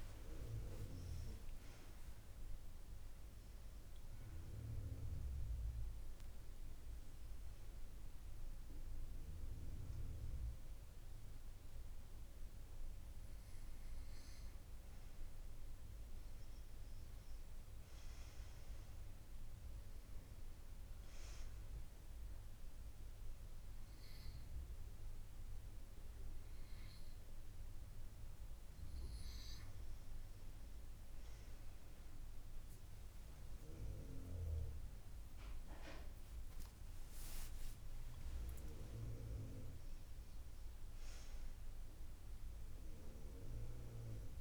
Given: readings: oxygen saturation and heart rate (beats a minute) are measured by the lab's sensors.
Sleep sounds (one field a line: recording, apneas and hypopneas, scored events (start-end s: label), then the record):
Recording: a person partly awake in a sleep study, by a room microphone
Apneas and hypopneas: 1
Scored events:
12.00-42.00 s: new sleep stage, N1 (lightest sleep)
15.00-21.00 s: tachycardia (device-marked)
21.50-31.50 s: hypopnea (oxygen 98% before, 94% lowest)
34.00-38.50 s: arousal
34.00-44.41 s: oxygen desaturation (device-marked, oxygen 97% before, 94% lowest)
41.00-44.00 s: tachycardia (device-marked)
42.00-44.41 s: new sleep stage, N2 (light sleep)
From the record:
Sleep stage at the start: awake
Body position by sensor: on the right side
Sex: female